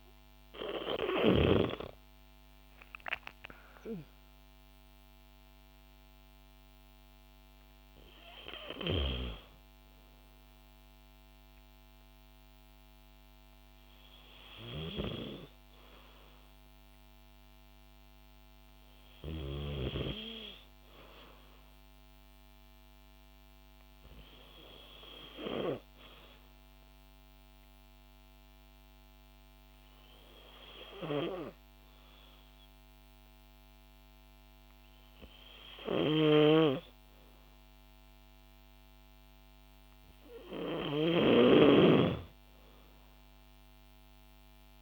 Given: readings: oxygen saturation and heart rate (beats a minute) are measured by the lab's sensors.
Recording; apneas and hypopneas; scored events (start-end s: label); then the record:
breathing in sleep by a microphone on the trachea; none
1.50-5.00 s: arousal
From the record:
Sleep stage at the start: N2 (light sleep); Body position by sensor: on the back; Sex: female